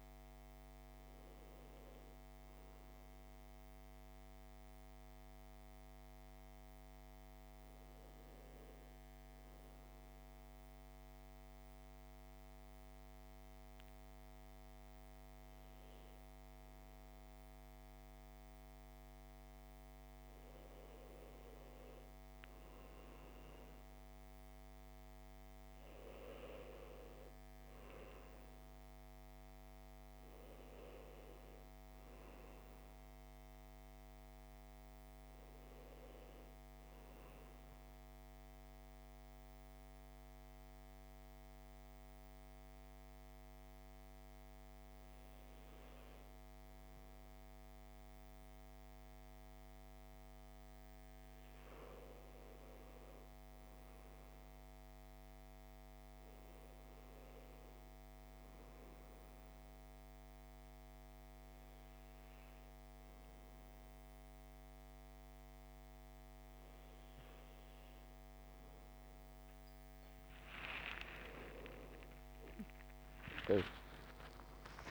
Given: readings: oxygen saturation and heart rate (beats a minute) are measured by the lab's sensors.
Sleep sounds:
breathing in sleep, hard to hear, by a microphone on the trachea; 3
9.50-20.00 s: mixed apnea (heart rate 59 before, 55 extreme, up 2 after)
20.00-74.90 s: new sleep stage, N2 (light sleep)
20.50-25.00 s: arousal
37.50-51.00 s: mixed apnea (heart rate 58 before, 56 extreme, up 2 after)
52.50-55.50 s: arousal
59.50-70.00 s: obstructive apnea (heart rate 57 before, 56 extreme, up 8 after)
From the record:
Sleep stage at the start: N1 (lightest sleep); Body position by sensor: on the back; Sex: male

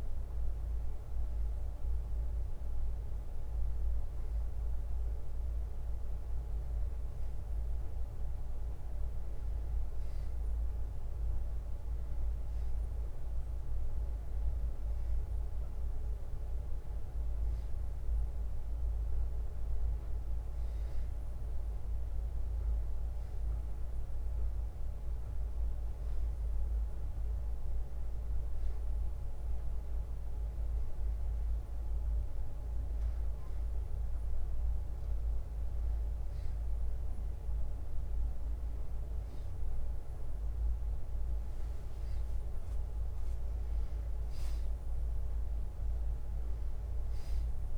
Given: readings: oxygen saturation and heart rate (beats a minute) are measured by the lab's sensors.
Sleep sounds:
a person awake in a sleep study, hard to hear, by a room microphone; none
6.50-13.50 s: bradycardia (device-marked, heart rate 63 before, 56 extreme)
23.50-25.50 s: long interval between heartbeats (device-marked, heart rate 60 before, 62 extreme)
26.50-28.50 s: bradycardia (device-marked, heart rate 62 before, 62 extreme)
From the record:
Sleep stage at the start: awake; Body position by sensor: on the back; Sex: male

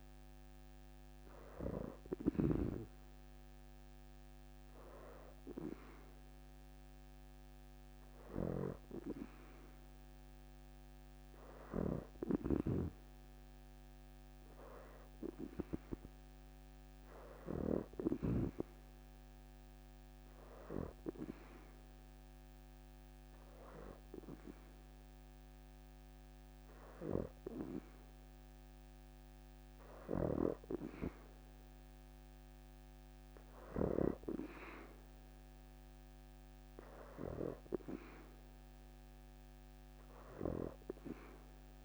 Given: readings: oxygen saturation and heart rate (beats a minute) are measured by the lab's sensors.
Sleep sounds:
breathing in sleep by a microphone on the trachea; 1
0.00-5.50 s: oxygen desaturation (device-marked, oxygen 84% lowest, heart rate 77 extreme)
4.00-5.00 s: leg movement (device-marked)
8.00-9.50 s: leg movement (device-marked)
18.50-29.00 s: hypopnea (oxygen 92% before, 83% lowest, heart rate 78 before, 78 extreme, up 0 after)
33.50-37.00 s: arousal
37.50-41.85 s: oxygen desaturation (device-marked, oxygen 88% before, 84% lowest, heart rate 80 before, 71 extreme)
From the record:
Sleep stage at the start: N2 (light sleep); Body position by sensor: on the back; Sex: female

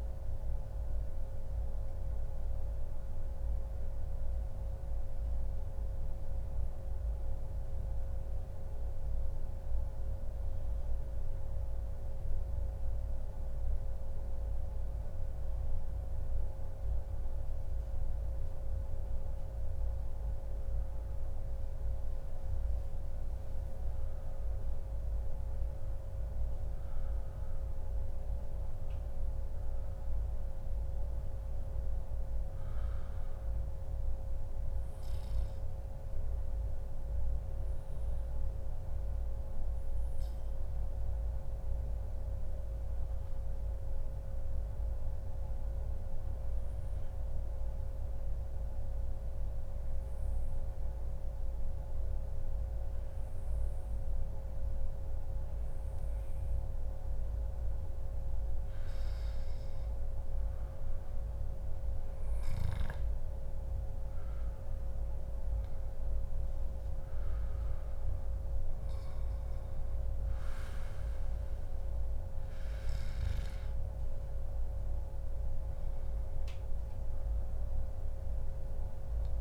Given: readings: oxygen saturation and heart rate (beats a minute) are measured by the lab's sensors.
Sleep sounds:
breathing in sleep, hard to hear, by a room microphone; 2
0.00-3.00 s: oxygen desaturation (device-marked, oxygen 93% lowest, heart rate 101 extreme)
0.50-17.50 s: mixed apnea (oxygen 97% before, 94% lowest, heart rate 142 before, 101 extreme, up 44 after)
2.00-79.41 s: new sleep stage, N2 (light sleep)
3.00-5.00 s: long interval between heartbeats (device-marked, heart rate 143 before, 134 extreme)
20.50-24.50 s: arousal
23.00-43.00 s: oxygen desaturation (device-marked, oxygen 97% before, 94% lowest, heart rate 131 before, 140 extreme)
45.00-59.00 s: obstructive apnea (oxygen 97% before, 93% lowest, heart rate 142 before, 106 extreme, up 0 after)
62.00-65.00 s: arousal
77.00-79.00 s: long interval between heartbeats (device-marked, heart rate 143 before, 134 extreme)
From the record:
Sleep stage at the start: N1 (lightest sleep); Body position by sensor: on the back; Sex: male

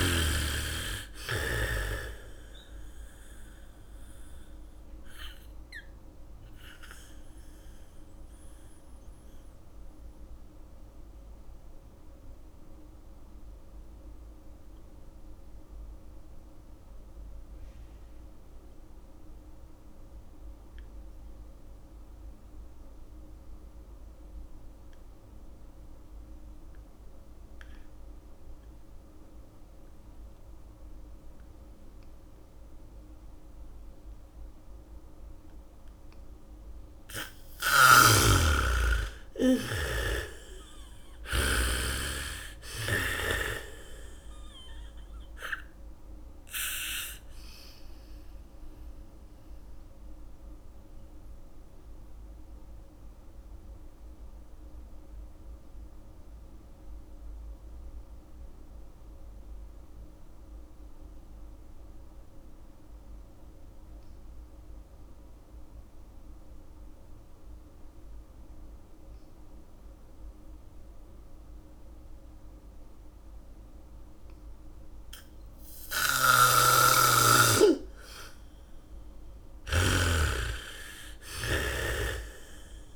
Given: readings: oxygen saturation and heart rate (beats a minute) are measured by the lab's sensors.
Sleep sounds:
breathing in sleep by a room microphone; 2
0.00-27.00 s: oxygen desaturation (device-marked, oxygen 79% lowest, heart rate 50 extreme)
5.50-37.00 s: mixed apnea (oxygen 99% before, 77% lowest, heart rate 62 before, 50 extreme)
34.00-36.00 s: bradycardia (device-marked, heart rate 67 before, 61 extreme)
35.00-65.00 s: oxygen desaturation (device-marked, oxygen 98% before, 77% lowest, heart rate 70 before, 42 extreme)
38.00-42.00 s: snoring (device-marked)
38.00-43.00 s: bradycardia (device-marked, heart rate 67 before, 50 extreme)
39.00-43.50 s: arousal
49.00-76.50 s: mixed apnea (oxygen 98% before, 77% lowest, heart rate 61 before, 42 extreme, up 2 after)
70.00-82.96 s: bradycardia (device-marked, heart rate 68 before, 42 extreme)
76.00-82.96 s: snoring (device-marked)
77.00-82.96 s: oxygen desaturation (device-marked, oxygen 98% before, 79% lowest, heart rate 68 before, 47 extreme)
78.50-82.50 s: arousal
From the record:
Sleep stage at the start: N2 (light sleep); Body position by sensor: on the back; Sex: female

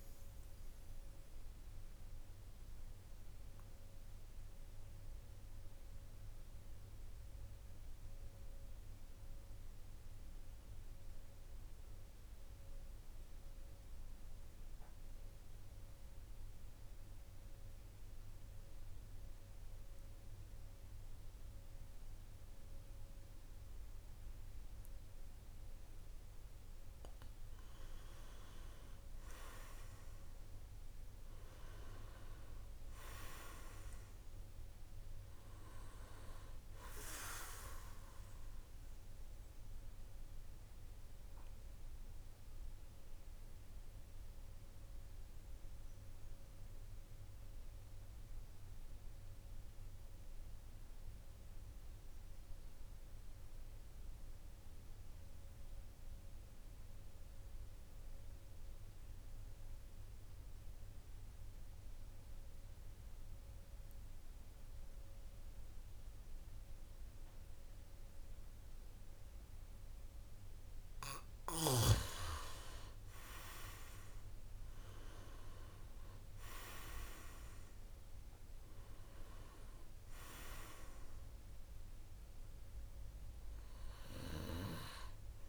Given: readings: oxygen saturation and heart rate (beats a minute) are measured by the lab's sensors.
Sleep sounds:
breathing in sleep by a room microphone; 2
0.00-14.00 s: oxygen desaturation (device-marked, oxygen 91% lowest, heart rate 45 extreme)
1.00-25.50 s: obstructive apnea (oxygen 99% before, 88% lowest, heart rate 54 before, 45 extreme, up 11 after)
26.00-51.00 s: oxygen desaturation (device-marked, oxygen 99% before, 91% lowest, heart rate 48 before, 46 extreme)
27.50-31.50 s: arousal
40.00-69.00 s: obstructive apnea (oxygen 99% before, 87% lowest, heart rate 54 before, 46 extreme, up 10 after)
65.00-85.49 s: oxygen desaturation (device-marked, oxygen 99% before, 87% lowest, heart rate 49 before, 46 extreme)
72.50-76.50 s: arousal
From the record:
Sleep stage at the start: N2 (light sleep); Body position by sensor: on the back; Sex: male

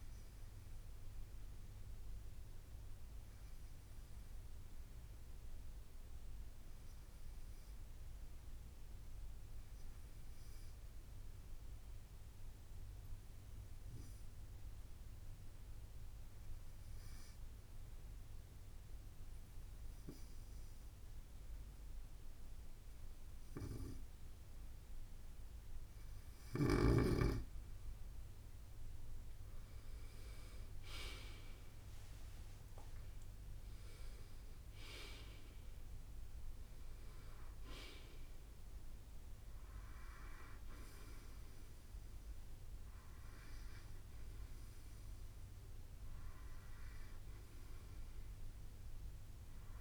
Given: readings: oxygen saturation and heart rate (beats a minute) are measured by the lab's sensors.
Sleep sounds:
breathing in sleep by a room microphone; 1
9.50-24.00 s: obstructive apnea (oxygen 96% before, 92% lowest, heart rate 64 before, 64 extreme, up 2 after)
28.00-44.00 s: drop in pulse transit time (device-marked, heart rate 65 before, 64 extreme)
31.00-35.50 s: arousal
From the record:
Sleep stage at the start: N2 (light sleep); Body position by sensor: on the right side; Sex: male

